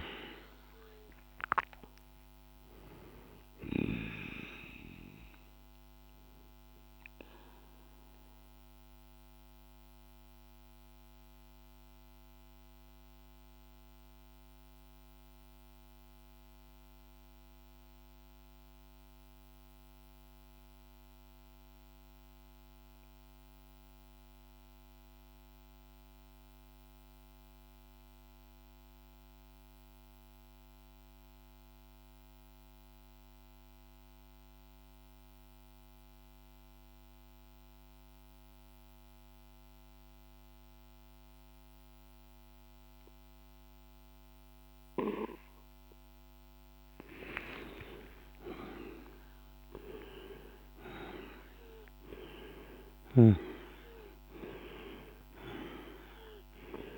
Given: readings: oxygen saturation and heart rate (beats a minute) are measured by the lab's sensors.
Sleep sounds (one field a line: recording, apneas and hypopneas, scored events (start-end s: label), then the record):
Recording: breathing in sleep by a microphone on the trachea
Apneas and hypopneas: 1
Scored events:
0.00-16.50 s: oxygen desaturation (device-marked, oxygen 85% lowest, heart rate 46 extreme)
4.50-46.50 s: mixed apnea (oxygen 98% before, 85% lowest, heart rate 70 before, 47 extreme, up 38 after)
35.50-56.98 s: oxygen desaturation (device-marked, oxygen 99% before, 86% lowest, heart rate 49 before, 46 extreme)
47.50-51.50 s: arousal
From the record:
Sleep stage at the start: N2 (light sleep)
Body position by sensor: on the back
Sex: male